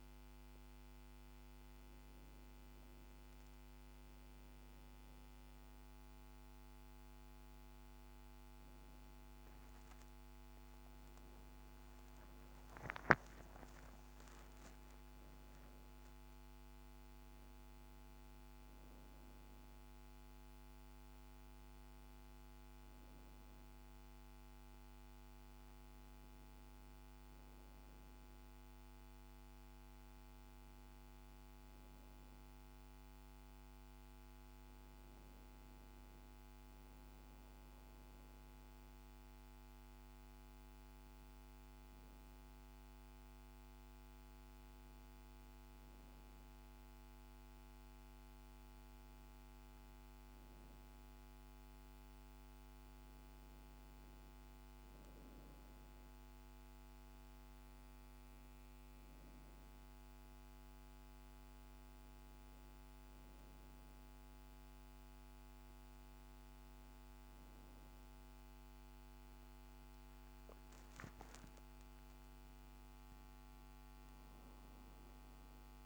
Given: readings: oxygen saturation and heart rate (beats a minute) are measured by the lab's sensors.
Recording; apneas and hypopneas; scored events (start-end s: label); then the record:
a person awake in a sleep study, hard to hear, by a microphone on the trachea; none
none scored
From the record:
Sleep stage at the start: awake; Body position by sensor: on the back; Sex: female